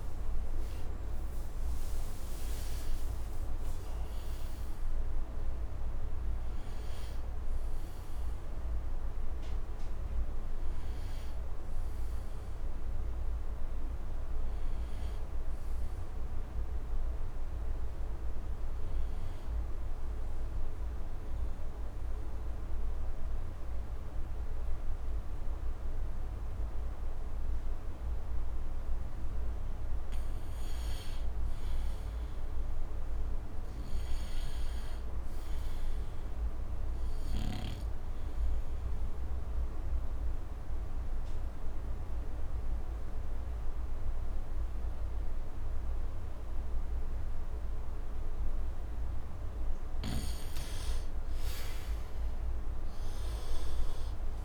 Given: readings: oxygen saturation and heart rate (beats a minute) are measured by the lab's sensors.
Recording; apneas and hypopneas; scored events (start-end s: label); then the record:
breathing in sleep, hard to hear, by a room microphone; 2
0.00-14.00 s: oxygen desaturation (device-marked, oxygen 79% lowest, heart rate 70 extreme)
20.50-30.50 s: obstructive apnea (oxygen 99% before, 86% lowest, heart rate 79 before, 74 extreme, up 6 after)
32.00-35.00 s: arousal
38.00-50.00 s: obstructive apnea (oxygen 99% before, 84% lowest, heart rate 76 before, 74 extreme, up 5 after)
39.00-50.00 s: oxygen desaturation (device-marked, oxygen 98% before, 91% lowest, heart rate 76 before, 74 extreme)
52.00-54.45 s: arousal
From the record:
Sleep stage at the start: N2 (light sleep); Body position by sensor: on the right side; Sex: male